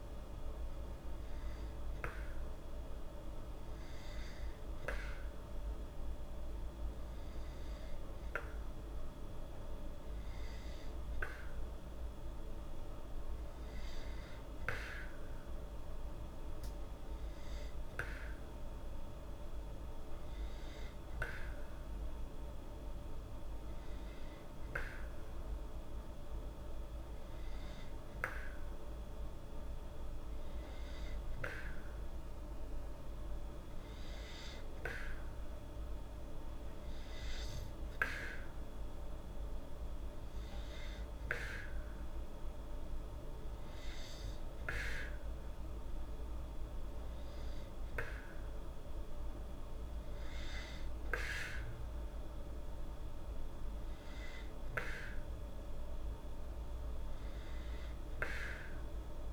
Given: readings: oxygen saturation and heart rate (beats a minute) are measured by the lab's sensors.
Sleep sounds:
breathing in sleep by a room microphone; none
none scored
From the record:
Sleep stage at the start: N2 (light sleep); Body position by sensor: on the back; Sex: female

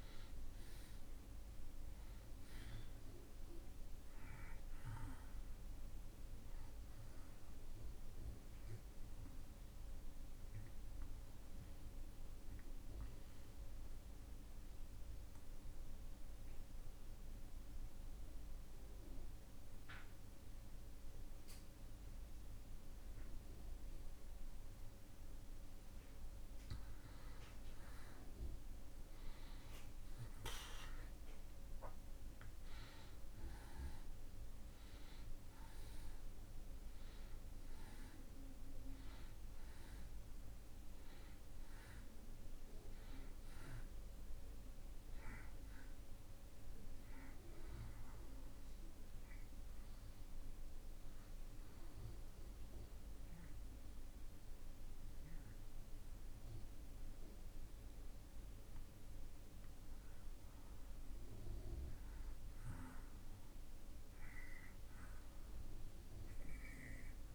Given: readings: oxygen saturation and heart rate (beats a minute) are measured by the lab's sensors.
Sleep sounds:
breathing in sleep by a room microphone; 2
0.00-20.50 s: oxygen desaturation (device-marked, oxygen 84% lowest)
10.00-25.50 s: obstructive apnea (oxygen 95% before, 82% lowest)
28.50-33.00 s: arousal
32.50-62.50 s: oxygen desaturation (device-marked, oxygen 95% before, 82% lowest)
50.50-61.00 s: obstructive apnea (oxygen 95% before, 82% lowest)
62.50-67.35 s: arousal
From the record:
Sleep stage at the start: N2 (light sleep); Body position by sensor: on the back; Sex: male

